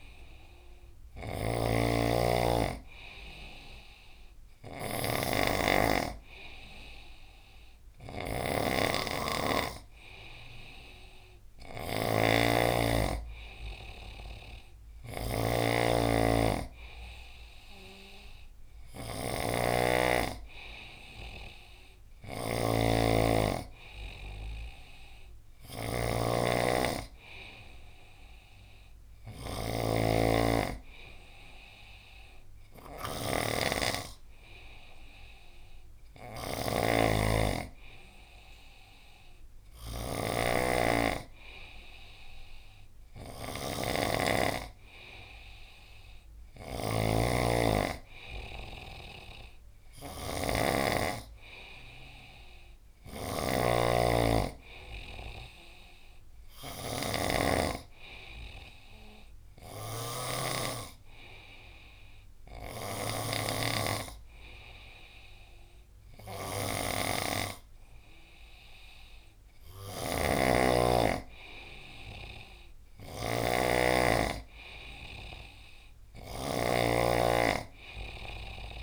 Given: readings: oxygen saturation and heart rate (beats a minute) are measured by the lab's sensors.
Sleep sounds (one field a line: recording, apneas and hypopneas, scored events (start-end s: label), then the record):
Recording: breathing in sleep by a room microphone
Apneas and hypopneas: none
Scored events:
0.00-78.83 s: snoring (device-marked)
From the record:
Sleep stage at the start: N2 (light sleep)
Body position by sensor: on the right side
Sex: male